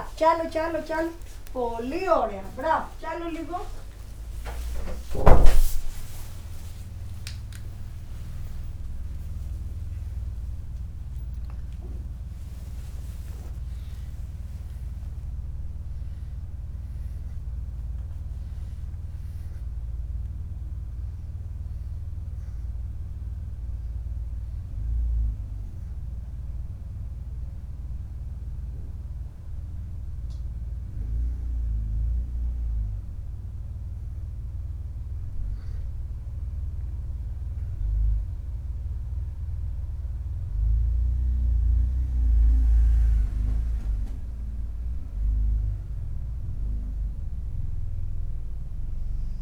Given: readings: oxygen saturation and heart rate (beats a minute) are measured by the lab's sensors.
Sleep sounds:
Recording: a person awake in a sleep study, by a room microphone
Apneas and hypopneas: none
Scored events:
30.50-41.50 s: oxygen desaturation (device-marked, oxygen 90% before, 87% lowest, heart rate 72 before, 53 extreme)
From the record:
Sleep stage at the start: awake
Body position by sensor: on the right side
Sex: male

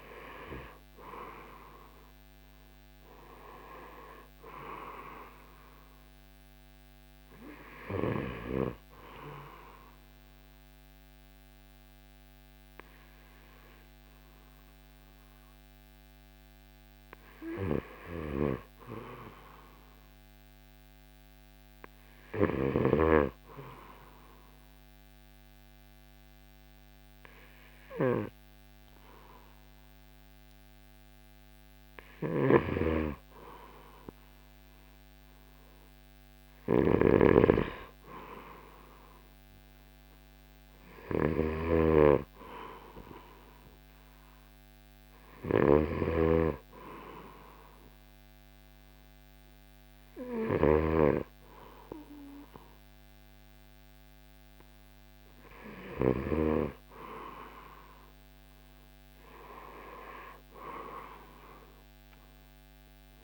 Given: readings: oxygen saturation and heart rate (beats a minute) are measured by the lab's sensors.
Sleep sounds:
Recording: breathing in sleep by a microphone on the trachea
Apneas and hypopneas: none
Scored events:
32.50-56.50 s: snoring (device-marked)
44.50-51.50 s: oxygen desaturation (device-marked, oxygen 94% before, 91% lowest, heart rate 66 before, 60 extreme)
From the record:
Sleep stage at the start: N2 (light sleep)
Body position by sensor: on the right side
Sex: male

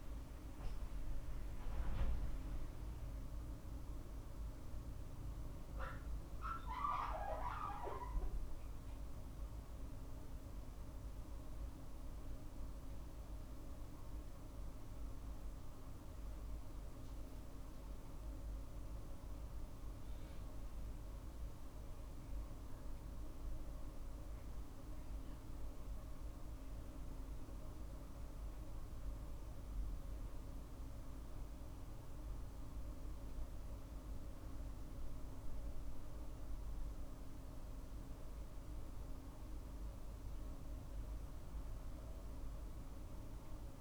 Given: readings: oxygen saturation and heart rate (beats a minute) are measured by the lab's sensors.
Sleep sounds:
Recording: a person awake in a sleep study, hard to hear, by a room microphone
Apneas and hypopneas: none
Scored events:
15.00-30.00 s: drop in pulse transit time (device-marked, heart rate 51 before, 52 extreme)
From the record:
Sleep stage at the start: awake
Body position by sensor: on the right side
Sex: male

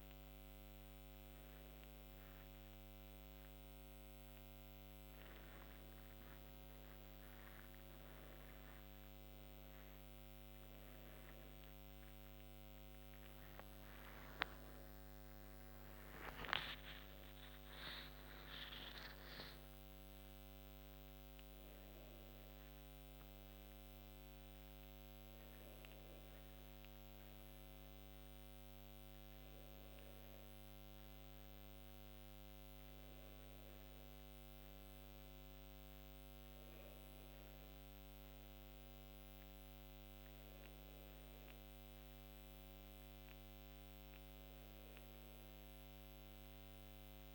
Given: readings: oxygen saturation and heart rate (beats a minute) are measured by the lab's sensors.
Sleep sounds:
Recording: breathing in sleep, hard to hear, by a microphone on the trachea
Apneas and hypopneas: none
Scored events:
13.00-17.50 s: arousal
From the record:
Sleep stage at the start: N1 (lightest sleep)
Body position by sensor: on the back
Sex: female

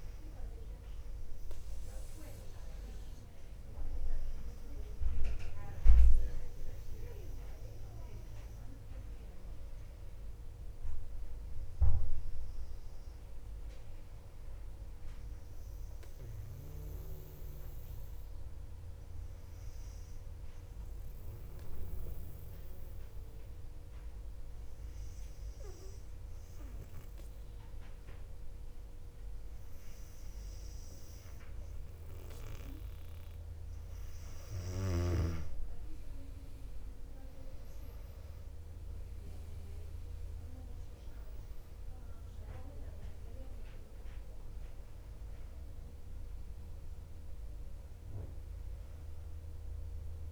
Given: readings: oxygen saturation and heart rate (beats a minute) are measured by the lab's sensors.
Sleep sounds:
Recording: breathing in sleep by a room microphone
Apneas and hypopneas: 1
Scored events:
0.00-2.50 s: arousal
18.50-33.50 s: obstructive apnea (oxygen 98% before, 96% lowest, heart rate 61 before, 58 extreme, up 4 after)
37.00-40.00 s: arousal
From the record:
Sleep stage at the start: N2 (light sleep)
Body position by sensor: on the back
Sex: female

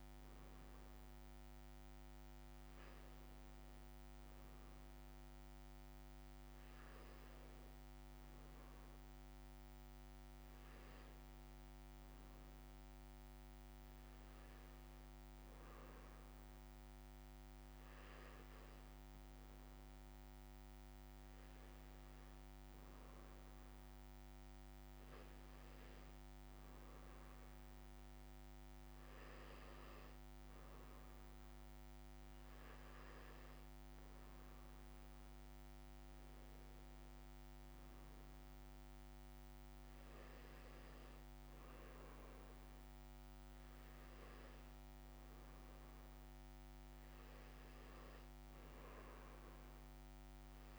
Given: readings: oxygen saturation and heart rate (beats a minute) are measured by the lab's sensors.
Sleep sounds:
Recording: breathing in sleep, hard to hear, by a microphone on the trachea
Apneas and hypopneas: none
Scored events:
none scored
From the record:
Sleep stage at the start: N2 (light sleep)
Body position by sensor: on the back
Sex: male

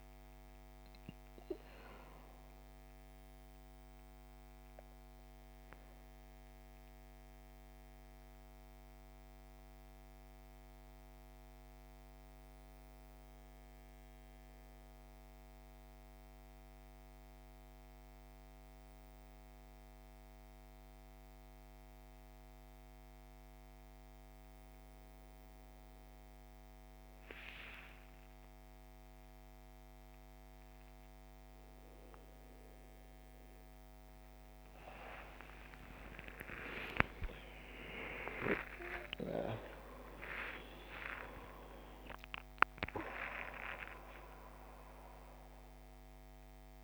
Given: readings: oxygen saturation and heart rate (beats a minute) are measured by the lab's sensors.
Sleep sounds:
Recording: a person partly awake in a sleep study, by a microphone on the trachea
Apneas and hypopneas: none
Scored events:
30.00-46.83 s: new sleep stage, awake
From the record:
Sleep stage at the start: REM sleep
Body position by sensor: on the back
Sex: male

